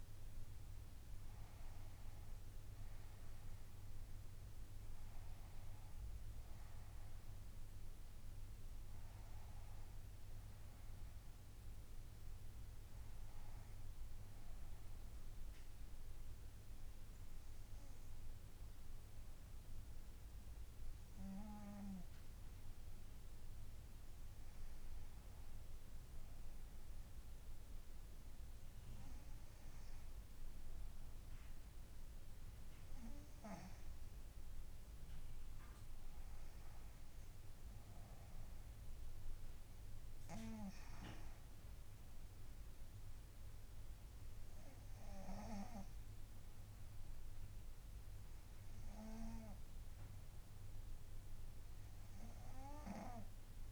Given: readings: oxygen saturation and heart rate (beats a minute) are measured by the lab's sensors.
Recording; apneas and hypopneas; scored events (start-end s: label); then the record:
breathing in sleep by a room microphone; 1
14.00-25.00 s: obstructive apnea (oxygen 98% before, 94% lowest, heart rate 81 before, 69 extreme, up 4 after)
28.00-33.00 s: arousal
From the record:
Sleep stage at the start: N2 (light sleep); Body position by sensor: on the front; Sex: female